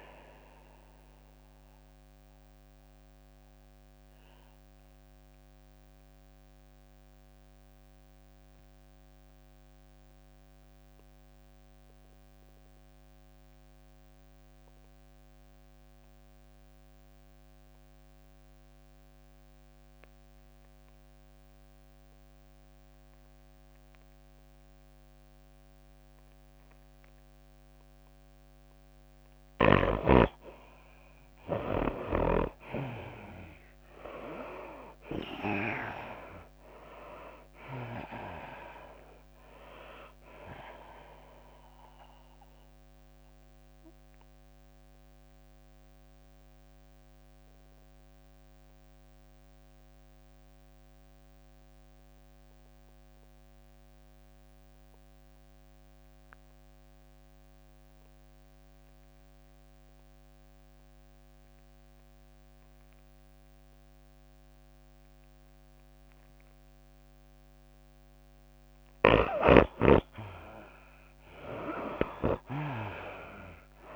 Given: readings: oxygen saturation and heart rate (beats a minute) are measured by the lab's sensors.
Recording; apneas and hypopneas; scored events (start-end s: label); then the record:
breathing in sleep by a microphone on the trachea; 2
0.00-8.00 s: tachycardia (device-marked, heart rate 105 extreme)
0.00-9.00 s: drop in pulse transit time (device-marked, heart rate 102 extreme)
0.00-12.00 s: oxygen desaturation (device-marked, oxygen 82% lowest, heart rate 87 extreme)
1.00-29.00 s: mixed apnea (oxygen 99% before, 80% lowest, heart rate 100 before, 87 extreme, up 15 after)
22.00-24.00 s: long interval between heartbeats (device-marked, heart rate 100 before, 87 extreme)
26.00-54.00 s: oxygen desaturation (device-marked, oxygen 99% before, 80% lowest, heart rate 97 before, 95 extreme)
32.00-37.50 s: arousal
32.50-38.50 s: snoring (device-marked)
33.00-50.00 s: tachycardia (device-marked, heart rate 103 before, 106 extreme)
36.00-51.00 s: drop in pulse transit time (device-marked, heart rate 95 before, 102 extreme)
43.00-68.50 s: mixed apnea (oxygen 99% before, 80% lowest, heart rate 97 before, 95 extreme, up 8 after)
62.00-73.96 s: oxygen desaturation (device-marked, oxygen 99% before, 80% lowest, heart rate 102 before, 95 extreme)
69.00-73.00 s: snoring (device-marked)
72.00-73.96 s: arousal
72.00-73.96 s: tachycardia (device-marked, heart rate 103 before, 107 extreme)
From the record:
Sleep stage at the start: N2 (light sleep); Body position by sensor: on the right side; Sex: female